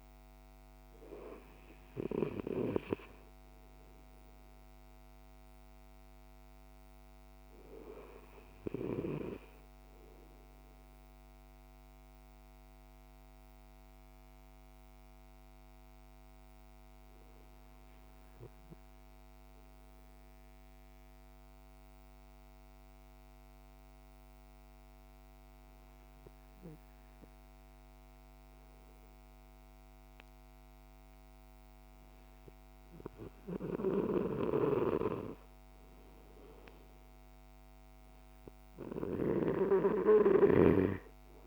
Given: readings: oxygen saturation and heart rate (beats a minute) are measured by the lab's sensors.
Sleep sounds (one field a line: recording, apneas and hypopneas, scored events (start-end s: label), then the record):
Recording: breathing in sleep by a microphone on the trachea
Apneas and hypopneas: 1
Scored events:
0.00-6.00 s: oxygen desaturation (device-marked, oxygen 92% lowest, heart rate 52 extreme)
10.50-37.00 s: mixed apnea (oxygen 98% before, 92% lowest, heart rate 60 before, 52 extreme, up 3 after)
38.50-41.47 s: arousal
From the record:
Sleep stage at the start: N2 (light sleep)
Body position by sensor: on the back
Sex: male